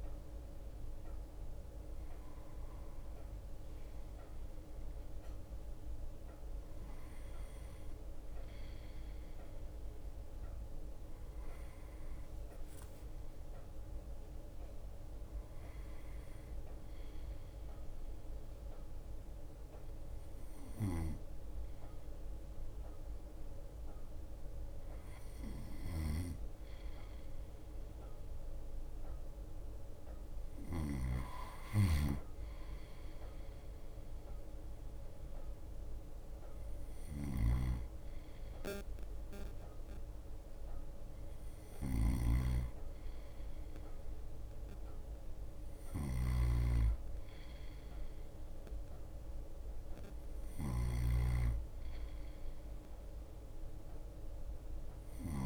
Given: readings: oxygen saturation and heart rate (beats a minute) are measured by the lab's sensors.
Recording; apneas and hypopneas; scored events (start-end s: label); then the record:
breathing in sleep by a room microphone; 1
0.00-55.46 s: bradycardia (device-marked, heart rate 55 extreme)
8.50-12.50 s: arousal
14.50-25.00 s: hypopnea (oxygen 93% before, 92% lowest, heart rate 57 before, 55 extreme, up 0 after)
26.00-31.50 s: snoring (device-marked)
27.50-31.00 s: arousal
34.50-45.50 s: drop in pulse transit time (device-marked, heart rate 57 before, 56 extreme)
37.50-55.46 s: snoring (device-marked)
From the record:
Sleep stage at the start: N2 (light sleep); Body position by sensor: on the right side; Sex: male